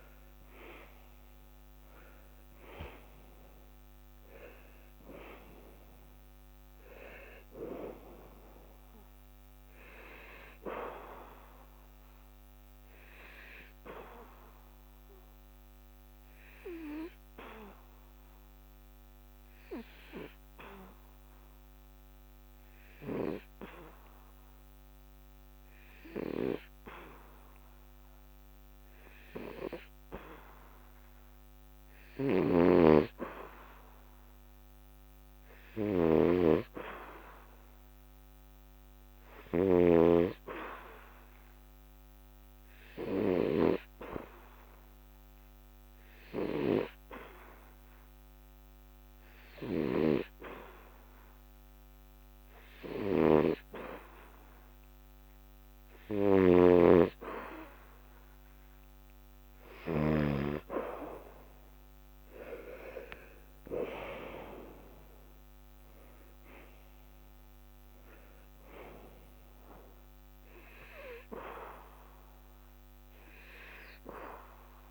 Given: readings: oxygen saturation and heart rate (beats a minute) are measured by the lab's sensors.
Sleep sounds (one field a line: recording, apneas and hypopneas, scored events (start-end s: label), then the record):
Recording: breathing in sleep by a microphone on the trachea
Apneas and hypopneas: 1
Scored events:
0.00-22.50 s: oxygen desaturation (device-marked, oxygen 91% lowest, heart rate 68 extreme)
14.00-55.00 s: hypopnea (oxygen 94% before, 91% lowest, heart rate 82 before, 68 extreme, up 3 after)
39.50-55.50 s: oxygen desaturation (device-marked, oxygen 97% before, 92% lowest, heart rate 73 before, 73 extreme)
57.50-60.50 s: arousal
From the record:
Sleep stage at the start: N2 (light sleep)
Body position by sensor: on the back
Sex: male